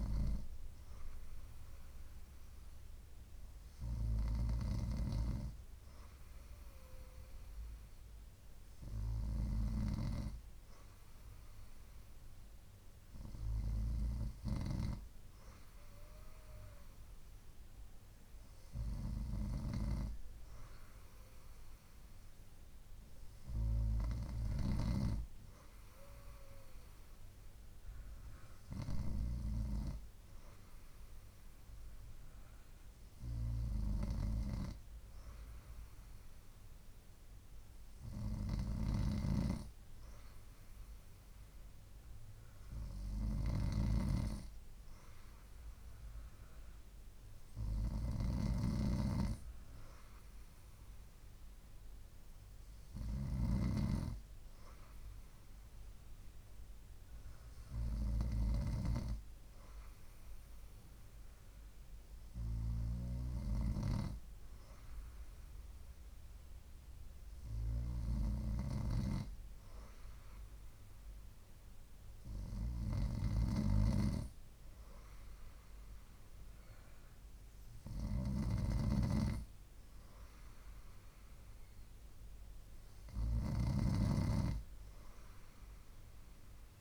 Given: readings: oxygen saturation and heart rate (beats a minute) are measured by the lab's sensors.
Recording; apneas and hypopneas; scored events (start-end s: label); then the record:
breathing in sleep by a room microphone; none
none scored
From the record:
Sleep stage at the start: N2 (light sleep); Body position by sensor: on the right side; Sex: female